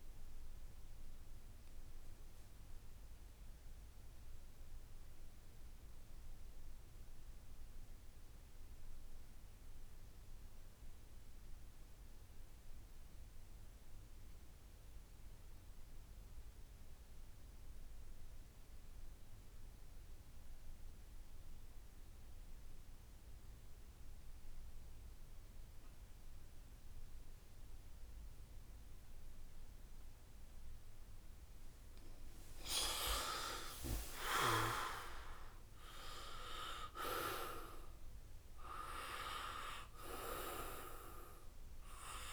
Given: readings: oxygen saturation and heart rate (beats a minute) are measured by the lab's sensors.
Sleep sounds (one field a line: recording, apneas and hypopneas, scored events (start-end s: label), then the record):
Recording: breathing in sleep by a room microphone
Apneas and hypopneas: 1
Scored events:
0.00-14.00 s: oxygen desaturation (device-marked, oxygen 84% lowest, heart rate 67 extreme)
2.00-31.00 s: obstructive apnea (oxygen 94% before, 82% lowest, heart rate 72 before, 66 extreme, up 8 after)
23.00-42.33 s: oxygen desaturation (device-marked, oxygen 97% before, 82% lowest, heart rate 69 before, 66 extreme)
33.00-38.00 s: arousal
From the record:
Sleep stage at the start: N2 (light sleep)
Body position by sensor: on the back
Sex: male